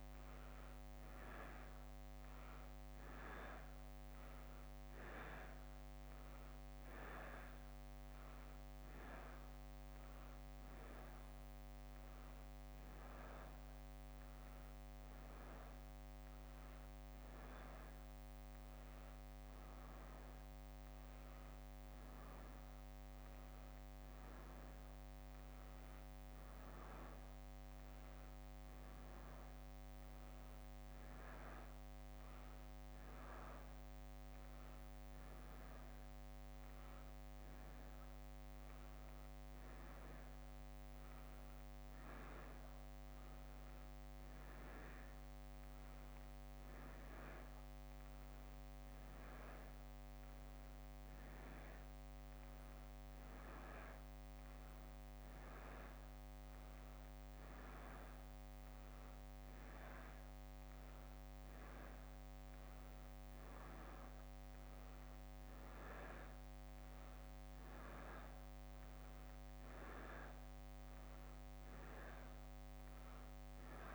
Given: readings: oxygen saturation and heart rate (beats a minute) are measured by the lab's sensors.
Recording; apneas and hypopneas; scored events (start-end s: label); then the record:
a person awake in a sleep study, hard to hear, by a microphone on the trachea; none
0.00-8.50 s: leg movement (device-marked)
13.50-22.50 s: leg movement (device-marked)
31.00-40.00 s: drop in pulse transit time (device-marked, heart rate 66 before, 65 extreme)
46.00-73.95 s: new sleep stage, N1 (lightest sleep)
47.00-57.50 s: leg movement (device-marked)
From the record:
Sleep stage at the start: awake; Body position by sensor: on the back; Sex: female